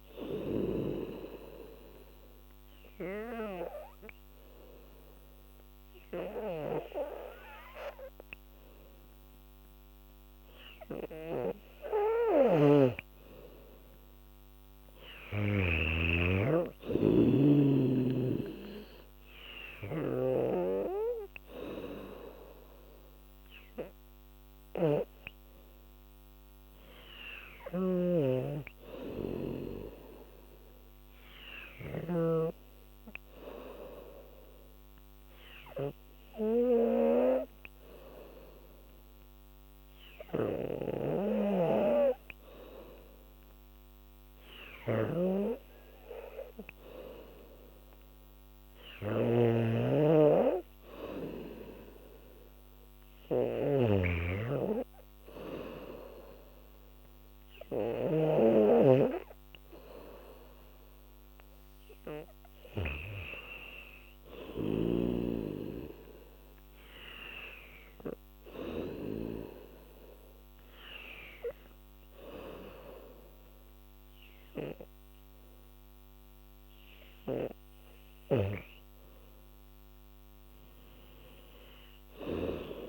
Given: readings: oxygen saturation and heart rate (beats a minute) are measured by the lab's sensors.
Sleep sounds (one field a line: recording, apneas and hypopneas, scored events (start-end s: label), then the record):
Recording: breathing in sleep by a microphone on the trachea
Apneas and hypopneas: 2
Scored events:
0.00-9.00 s: oxygen desaturation (device-marked, oxygen 92% lowest, heart rate 76 extreme)
0.50-13.00 s: obstructive apnea (oxygen 98% before, 91% lowest, heart rate 81 before, 78 extreme, up 9 after)
12.50-16.00 s: snoring (device-marked)
14.50-18.00 s: arousal
17.00-29.00 s: oxygen desaturation (device-marked, oxygen 96% before, 91% lowest, heart rate 79 before, 79 extreme)
27.50-32.50 s: snoring (device-marked)
34.50-45.50 s: hypopnea (oxygen 97% before, 94% lowest, heart rate 84 before, 79 extreme, up 6 after)
45.00-58.50 s: snoring (device-marked)
46.00-49.00 s: arousal
From the record:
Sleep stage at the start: N2 (light sleep)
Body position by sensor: on the back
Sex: female